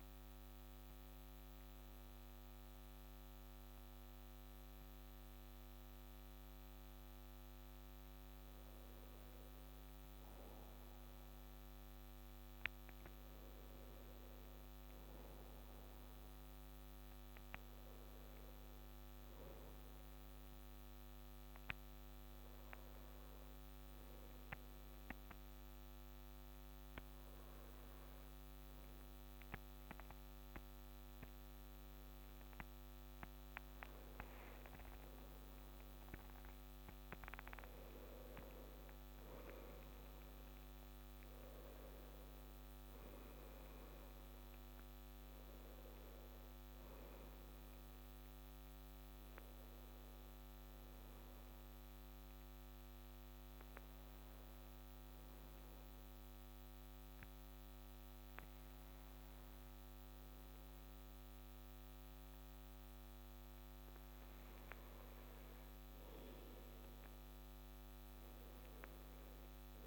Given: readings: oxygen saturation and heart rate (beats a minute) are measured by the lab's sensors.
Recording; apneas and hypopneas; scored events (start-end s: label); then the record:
breathing in sleep, hard to hear, by a microphone on the trachea; 2
20.50-35.00 s: hypopnea (oxygen 98% before, 92% lowest)
23.00-36.00 s: oxygen desaturation (device-marked, oxygen 98% before, 94% lowest)
38.50-44.00 s: arousal
50.00-65.00 s: obstructive apnea (oxygen 97% before, 92% lowest)
68.00-69.87 s: arousal
From the record:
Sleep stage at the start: N1 (lightest sleep); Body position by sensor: on the back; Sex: male